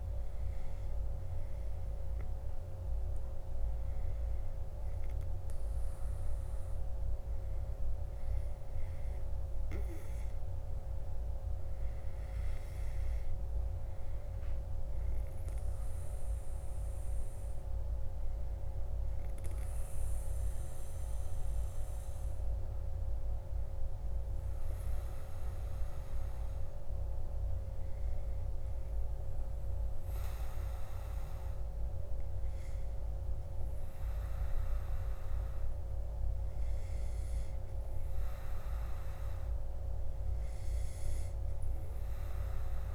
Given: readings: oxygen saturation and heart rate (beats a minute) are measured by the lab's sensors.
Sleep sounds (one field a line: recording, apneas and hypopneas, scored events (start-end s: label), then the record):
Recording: a person awake in a sleep study, hard to hear, by a room microphone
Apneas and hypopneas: none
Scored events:
30.00-42.95 s: new sleep stage, N2 (light sleep)
From the record:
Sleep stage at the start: awake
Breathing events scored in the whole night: 115 in 3.9 hours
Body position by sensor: on the back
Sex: male